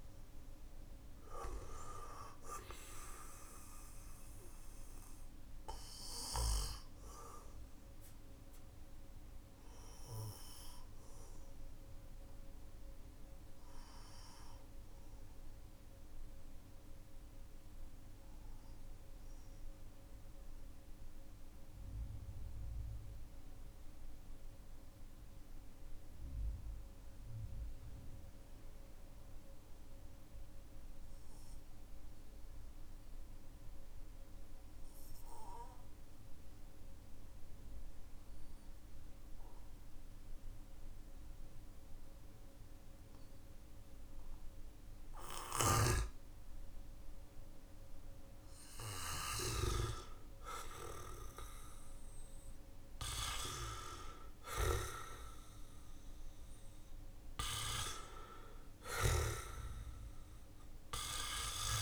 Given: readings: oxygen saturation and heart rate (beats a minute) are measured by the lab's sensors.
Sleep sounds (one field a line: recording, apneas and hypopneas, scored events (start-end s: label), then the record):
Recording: breathing in sleep by a room microphone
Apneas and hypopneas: 1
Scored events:
0.00-22.00 s: oxygen desaturation (device-marked, oxygen 91% lowest, heart rate 44 extreme)
6.00-46.50 s: obstructive apnea (oxygen 97% before, 91% lowest, heart rate 53 before, 44 extreme, up 4 after)
43.00-61.82 s: oxygen desaturation (device-marked, oxygen 99% before, 92% lowest, heart rate 52 before, 46 extreme)
48.00-52.50 s: arousal
From the record:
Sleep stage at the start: N2 (light sleep)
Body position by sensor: on the back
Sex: male